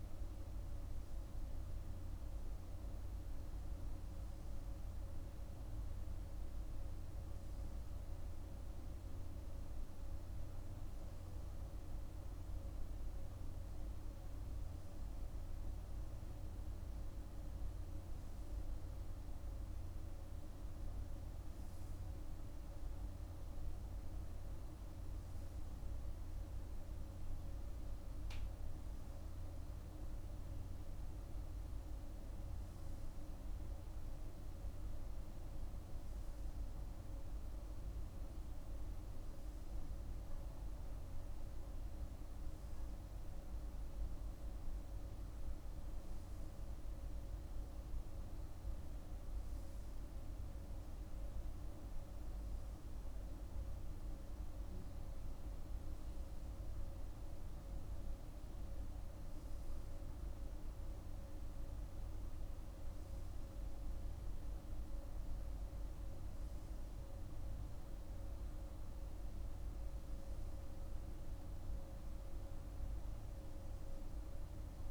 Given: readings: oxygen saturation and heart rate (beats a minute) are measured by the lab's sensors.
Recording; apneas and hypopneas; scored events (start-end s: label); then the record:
breathing in sleep, hard to hear, by a room microphone; none
74.00-74.90 s: new sleep stage, N3 (deep sleep)
From the record:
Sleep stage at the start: N2 (light sleep); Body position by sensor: on the right side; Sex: male